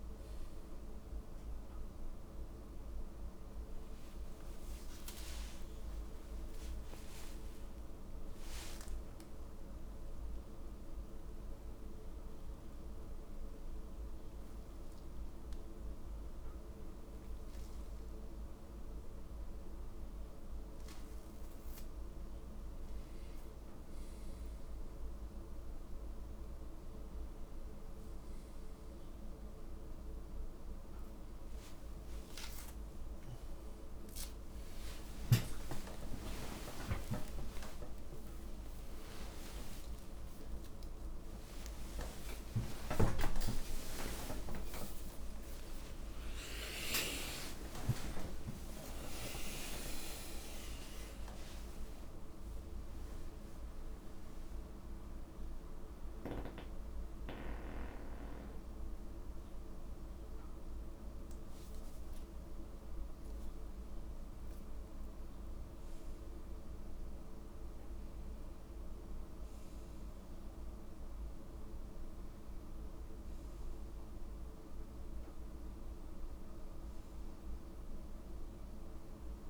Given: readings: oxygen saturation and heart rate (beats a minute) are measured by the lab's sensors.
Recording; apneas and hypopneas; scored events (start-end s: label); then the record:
a person awake in a sleep study, by a room microphone; none
4.00-16.00 s: oxygen desaturation (device-marked, oxygen 98% before, 94% lowest)
54.00-79.50 s: new sleep stage, N1 (lightest sleep)
From the record:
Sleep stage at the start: awake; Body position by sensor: on the back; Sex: male